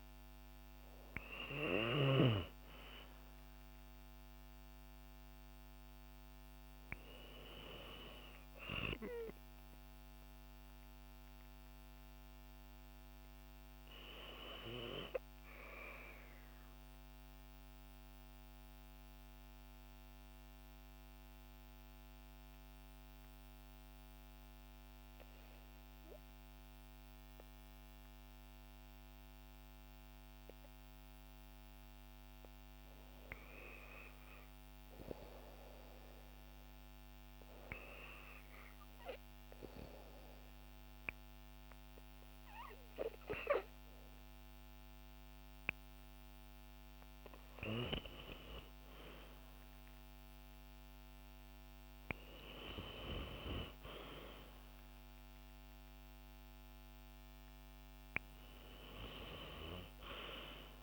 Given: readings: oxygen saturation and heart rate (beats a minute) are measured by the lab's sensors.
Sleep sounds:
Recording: breathing in sleep by a microphone on the trachea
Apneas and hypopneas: 1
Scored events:
0.00-2.00 s: snoring (device-marked)
0.00-15.50 s: oxygen desaturation (device-marked, oxygen 88% lowest, heart rate 62 extreme)
17.00-33.50 s: hypopnea (oxygen 95% before, 90% lowest, heart rate 67 before, 62 extreme, up 5 after)
34.50-47.50 s: oxygen desaturation (device-marked, oxygen 96% before, 90% lowest, heart rate 63 before, 62 extreme)
36.00-41.00 s: arousal
From the record:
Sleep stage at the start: REM sleep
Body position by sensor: on the back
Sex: female

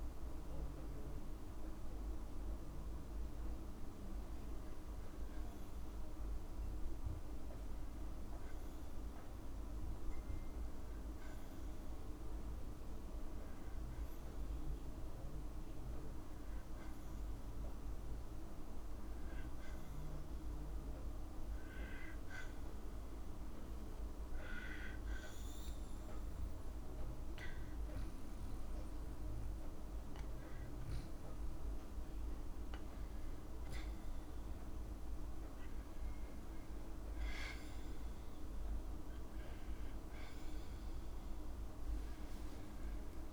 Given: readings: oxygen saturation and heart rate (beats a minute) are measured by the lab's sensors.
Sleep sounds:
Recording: breathing in sleep, hard to hear, by a room microphone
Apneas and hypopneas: none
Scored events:
34.00-37.50 s: arousal
From the record:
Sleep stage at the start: N2 (light sleep)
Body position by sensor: on the back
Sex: female

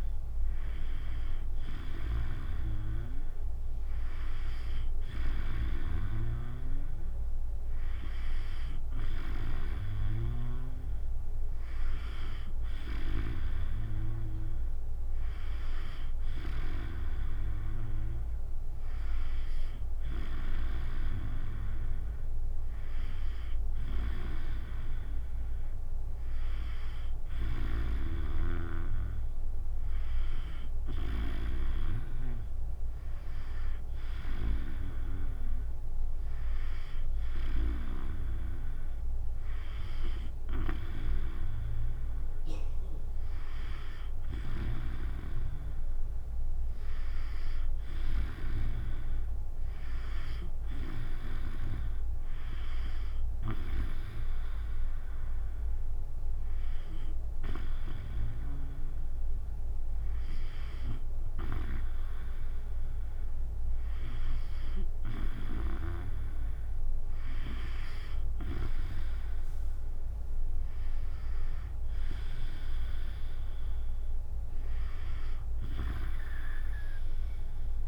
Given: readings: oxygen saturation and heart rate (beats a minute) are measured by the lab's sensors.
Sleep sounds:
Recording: breathing in sleep by a room microphone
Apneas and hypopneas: none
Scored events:
none scored
From the record:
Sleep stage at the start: N2 (light sleep)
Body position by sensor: on the back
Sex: female

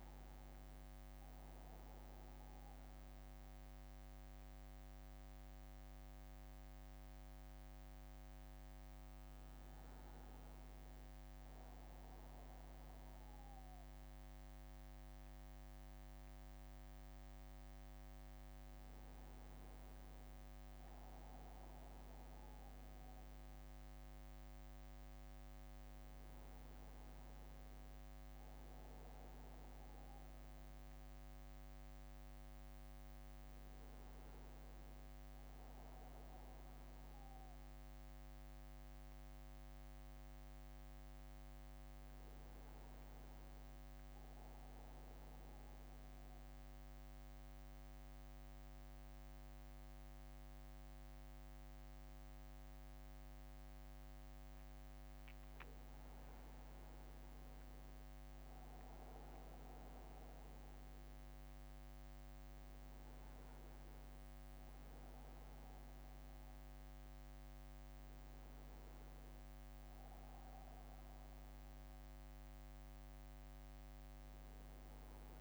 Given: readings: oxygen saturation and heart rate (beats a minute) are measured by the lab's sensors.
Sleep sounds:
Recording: breathing in sleep, hard to hear, by a microphone on the trachea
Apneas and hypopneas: 1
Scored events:
38.00-42.50 s: arousal
46.00-57.00 s: central apnea (oxygen 96% before, 94% lowest, heart rate 62 before, 58 extreme, up 7 after)
59.00-62.50 s: arousal
From the record:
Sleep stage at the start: N1 (lightest sleep)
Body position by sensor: on the front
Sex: male

